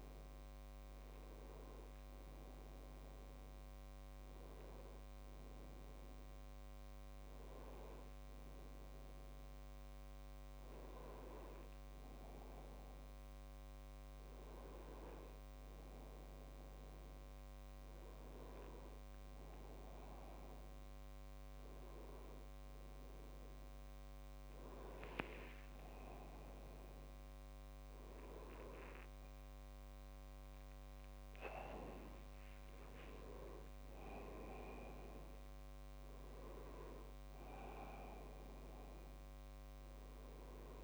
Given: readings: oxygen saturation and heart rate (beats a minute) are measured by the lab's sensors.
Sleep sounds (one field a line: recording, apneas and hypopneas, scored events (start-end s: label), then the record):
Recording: breathing in sleep by a microphone on the trachea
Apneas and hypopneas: none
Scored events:
none scored
From the record:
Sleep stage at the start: N1 (lightest sleep)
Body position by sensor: on the back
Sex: male